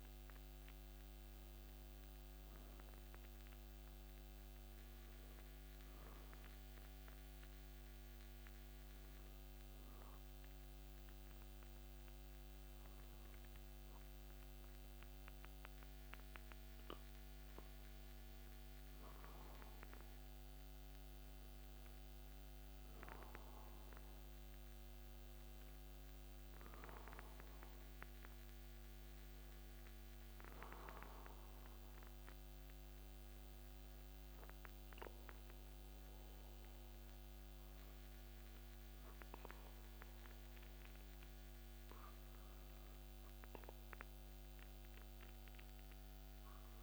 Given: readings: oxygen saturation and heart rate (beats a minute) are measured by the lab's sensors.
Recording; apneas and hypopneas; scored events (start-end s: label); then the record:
breathing in sleep, hard to hear, by a microphone on the trachea; 1
5.50-20.00 s: hypopnea (oxygen 98% before, 97% lowest)
22.00-26.00 s: arousal
From the record:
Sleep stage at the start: N2 (light sleep); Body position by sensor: on the back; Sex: male